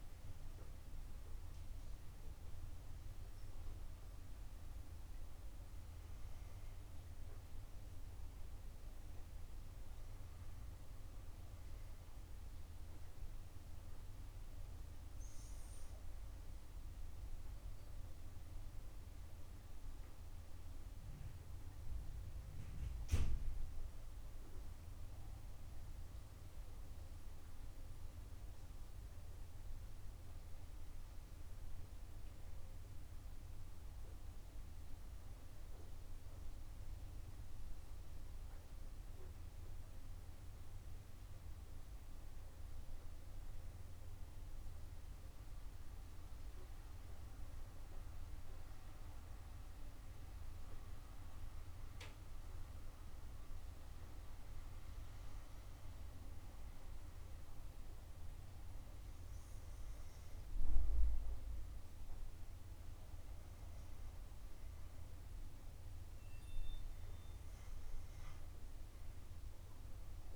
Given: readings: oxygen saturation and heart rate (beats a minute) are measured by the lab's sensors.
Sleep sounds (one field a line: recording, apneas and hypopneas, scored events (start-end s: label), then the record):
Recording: breathing in sleep, hard to hear, by a room microphone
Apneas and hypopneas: none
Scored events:
2.50-70.36 s: new sleep stage, N2 (light sleep)
25.00-29.00 s: arousal
From the record:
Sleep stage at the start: N1 (lightest sleep)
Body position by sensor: on the back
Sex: female